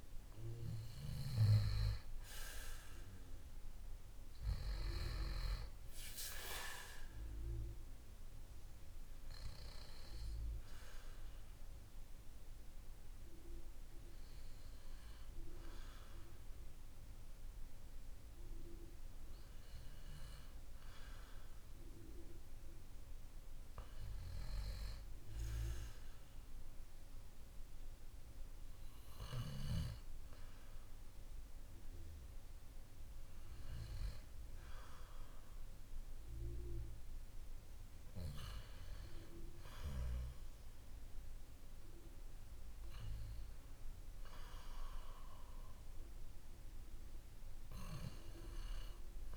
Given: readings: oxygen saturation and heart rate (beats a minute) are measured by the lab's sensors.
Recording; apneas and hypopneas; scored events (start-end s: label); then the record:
a person awake in a sleep study, by a room microphone; none
2.50-32.50 s: new sleep stage, awake
32.50-49.37 s: new sleep stage, N2 (light sleep)
From the record:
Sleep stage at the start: N2 (light sleep); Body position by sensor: on the back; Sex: male